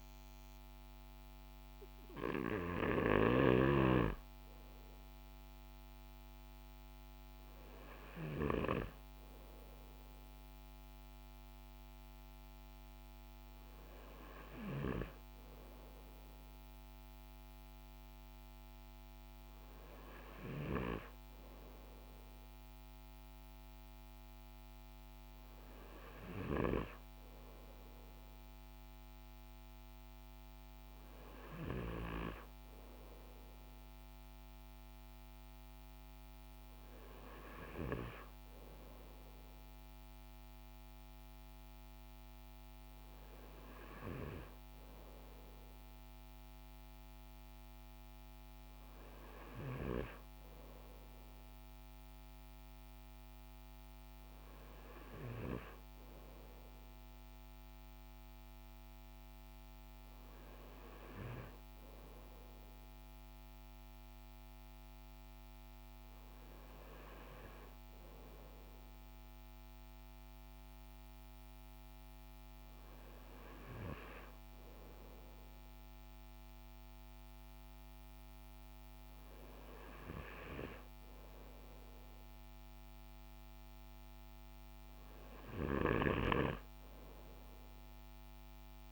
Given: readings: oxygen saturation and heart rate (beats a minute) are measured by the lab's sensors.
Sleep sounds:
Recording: breathing in sleep by a microphone on the trachea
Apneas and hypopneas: none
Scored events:
85.00-88.92 s: snoring (device-marked)
From the record:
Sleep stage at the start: N2 (light sleep)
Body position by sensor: on the front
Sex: male

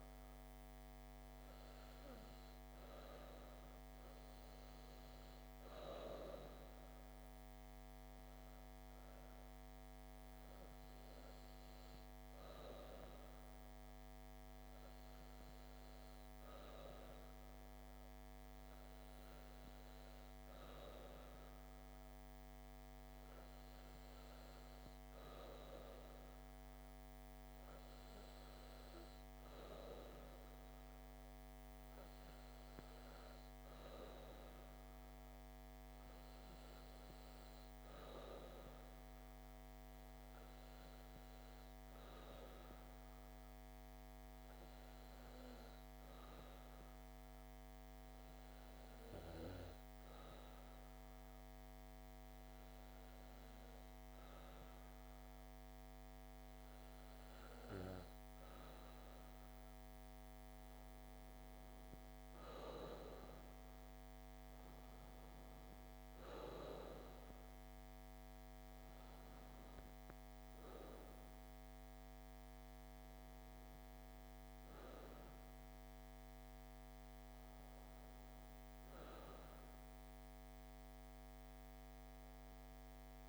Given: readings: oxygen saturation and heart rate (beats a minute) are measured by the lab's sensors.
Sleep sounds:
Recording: breathing in sleep, hard to hear, by a microphone on the trachea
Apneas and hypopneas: 1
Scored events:
43.50-59.00 s: hypopnea (oxygen 95% before, 93% lowest)
60.50-63.50 s: arousal
From the record:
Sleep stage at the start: N2 (light sleep)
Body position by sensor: on the back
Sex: female

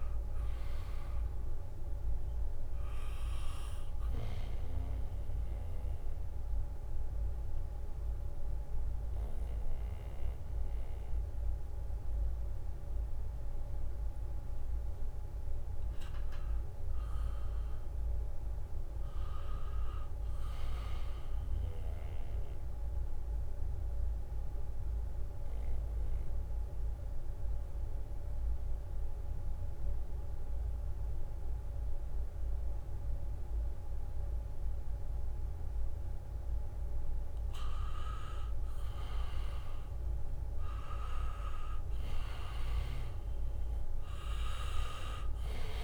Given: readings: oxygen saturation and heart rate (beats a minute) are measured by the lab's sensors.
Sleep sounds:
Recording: breathing in sleep by a room microphone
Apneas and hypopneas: 2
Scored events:
0.00-13.50 s: oxygen desaturation (device-marked, oxygen 86% lowest, heart rate 71 extreme)
2.50-14.00 s: hypopnea (oxygen 97% before, 86% lowest, heart rate 72 before, 71 extreme, up 4 after)
15.50-22.00 s: leg movement (device-marked)
16.00-20.00 s: arousal
26.00-37.00 s: central apnea (oxygen 98% before, 83% lowest, heart rate 74 before, 68 extreme)
28.00-29.50 s: leg movement (device-marked)
38.50-42.00 s: arousal
39.00-40.50 s: leg movement (device-marked)
41.50-45.84 s: oxygen desaturation (device-marked, oxygen 96% before, 87% lowest, heart rate 72 before, 67 extreme)
44.50-45.84 s: leg movement (device-marked)
From the record:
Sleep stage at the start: N2 (light sleep)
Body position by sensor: on the back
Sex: male

